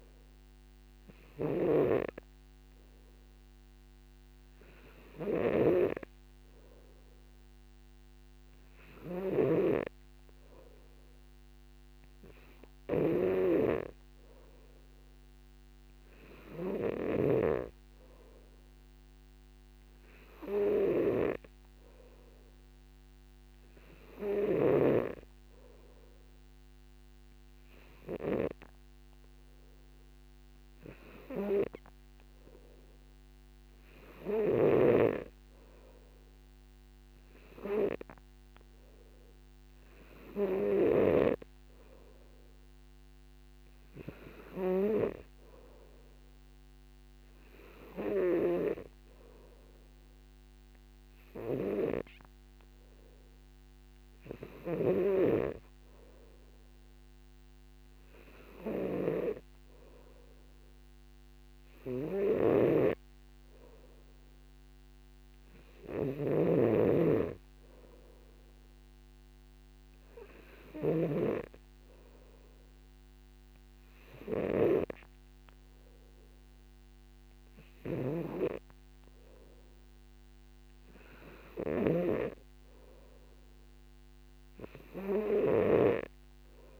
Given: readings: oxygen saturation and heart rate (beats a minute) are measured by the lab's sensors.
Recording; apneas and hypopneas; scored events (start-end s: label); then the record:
breathing in sleep by a microphone on the trachea; none
2.00-18.00 s: snoring (device-marked)
49.00-61.00 s: oxygen desaturation (device-marked, oxygen 95% before, 91% lowest, heart rate 60 before, 58 extreme)
63.00-71.50 s: snoring (device-marked)
78.50-86.50 s: snoring (device-marked)
From the record:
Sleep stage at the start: N3 (deep sleep); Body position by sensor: on the back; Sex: male